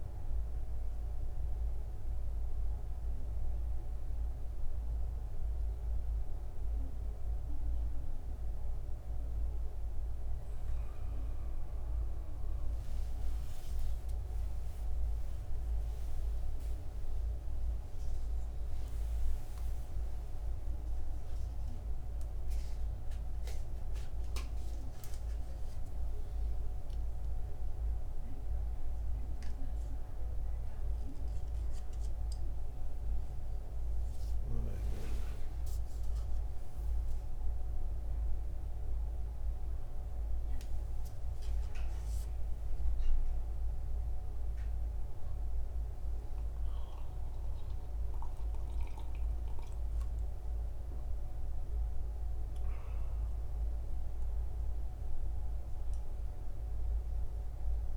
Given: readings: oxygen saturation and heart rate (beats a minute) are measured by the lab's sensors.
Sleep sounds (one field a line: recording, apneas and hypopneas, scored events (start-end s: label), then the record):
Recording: a person awake in a sleep study, hard to hear, by a room microphone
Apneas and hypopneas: none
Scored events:
1.00-3.00 s: long interval between heartbeats (device-marked, heart rate 70 before, 101 extreme)
7.50-13.50 s: bradycardia (device-marked)
14.50-16.50 s: long interval between heartbeats (device-marked, heart rate 83 before, 39 extreme)
34.50-36.50 s: long interval between heartbeats (device-marked, heart rate 91 before, 99 extreme)
From the record:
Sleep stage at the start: awake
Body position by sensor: on the right side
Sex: male